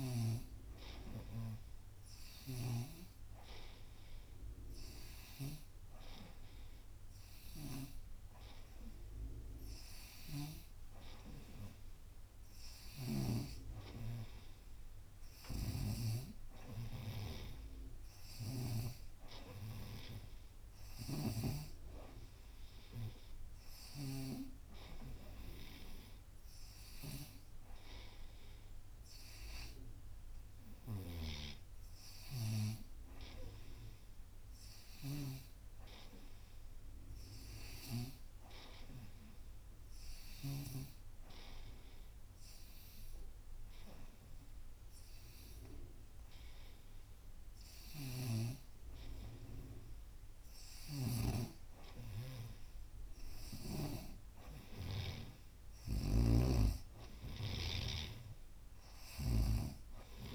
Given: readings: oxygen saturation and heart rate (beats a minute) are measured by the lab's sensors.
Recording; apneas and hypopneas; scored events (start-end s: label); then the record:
breathing in sleep by a room microphone; 1
10.00-13.50 s: snoring (device-marked)
15.50-19.00 s: snoring (device-marked)
31.00-35.50 s: snoring (device-marked)
40.50-51.00 s: hypopnea (oxygen 95% before, 90% lowest, heart rate 90 before, 88 extreme, up 2 after)
48.00-51.50 s: snoring (device-marked)
53.00-56.50 s: arousal
56.00-60.35 s: snoring (device-marked)
56.50-60.35 s: oxygen desaturation (device-marked, oxygen 94% before, 90% lowest, heart rate 89 before, 90 extreme)
From the record:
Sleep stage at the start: N2 (light sleep); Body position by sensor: on the right side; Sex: female